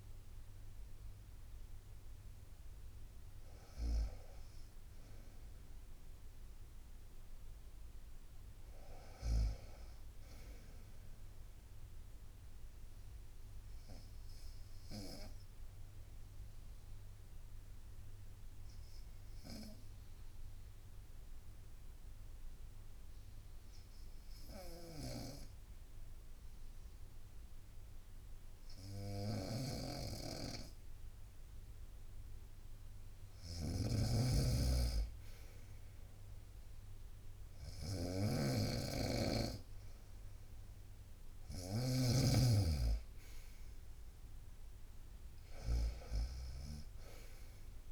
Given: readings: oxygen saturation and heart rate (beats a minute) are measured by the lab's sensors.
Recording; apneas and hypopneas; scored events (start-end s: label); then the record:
breathing in sleep by a room microphone; 1
0.00-3.50 s: drop in pulse transit time (device-marked, heart rate 64 extreme)
5.50-9.50 s: arousal
14.50-23.50 s: bradycardia (device-marked, heart rate 63 before, 59 extreme)
14.50-31.50 s: obstructive apnea (oxygen 97% before, 93% lowest, heart rate 64 before, 56 extreme, up 5 after)
29.00-47.92 s: snoring (device-marked)
34.50-47.92 s: oxygen desaturation (device-marked, oxygen 97% before, 93% lowest, heart rate 60 before, 56 extreme)
35.50-39.00 s: arousal
From the record:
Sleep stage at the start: N2 (light sleep); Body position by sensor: on the right side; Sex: female